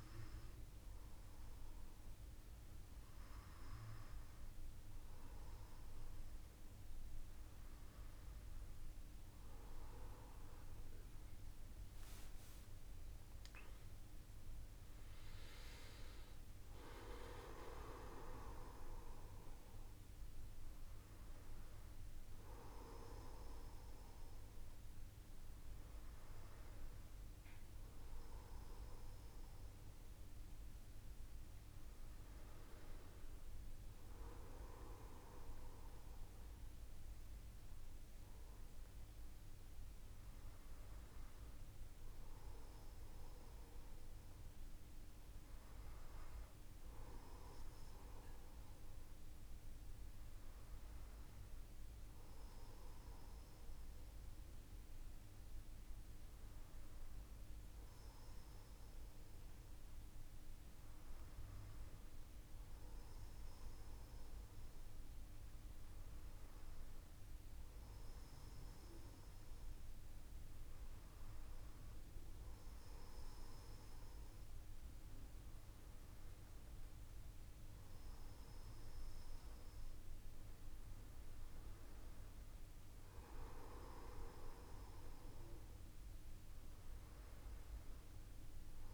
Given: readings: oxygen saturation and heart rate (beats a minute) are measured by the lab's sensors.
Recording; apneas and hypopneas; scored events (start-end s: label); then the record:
breathing in sleep by a room microphone; none
none scored
From the record:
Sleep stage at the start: N1 (lightest sleep); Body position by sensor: on the back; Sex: male